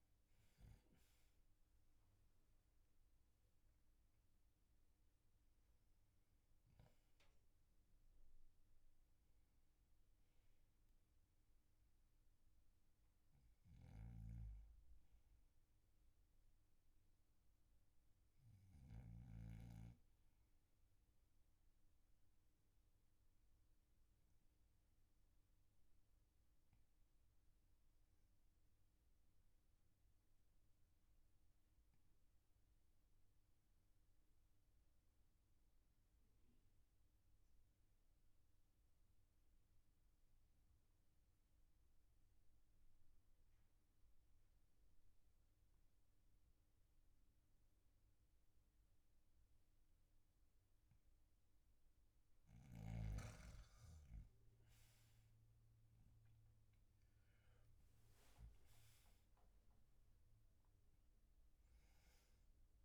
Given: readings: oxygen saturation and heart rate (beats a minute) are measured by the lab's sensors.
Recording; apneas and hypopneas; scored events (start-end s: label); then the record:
breathing in sleep, hard to hear, by a room microphone; 1
20.50-51.50 s: obstructive apnea (oxygen 98% before, 91% lowest, heart rate 48 before, 43 extreme, up 7 after)
55.00-60.50 s: arousal
From the record:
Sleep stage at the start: N2 (light sleep); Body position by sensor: on the back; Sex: male